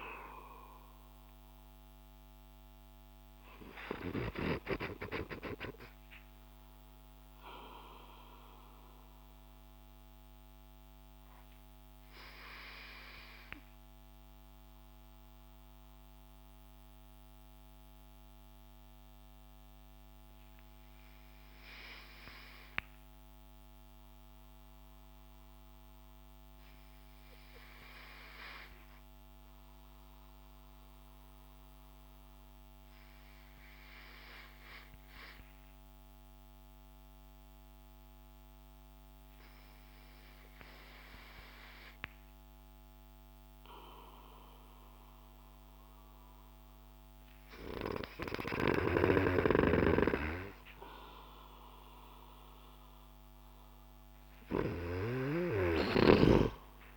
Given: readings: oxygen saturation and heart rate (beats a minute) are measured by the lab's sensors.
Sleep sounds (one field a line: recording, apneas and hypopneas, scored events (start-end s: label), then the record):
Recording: breathing in sleep by a microphone on the trachea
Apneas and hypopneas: 1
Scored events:
7.50-47.00 s: obstructive apnea (oxygen 98% before, 92% lowest)
15.00-27.00 s: oxygen desaturation (device-marked, oxygen 95% before, 92% lowest)
44.00-56.00 s: oxygen desaturation (device-marked, oxygen 98% before, 94% lowest)
48.50-56.96 s: snoring (device-marked)
From the record:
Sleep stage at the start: N2 (light sleep)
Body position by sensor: on the back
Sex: male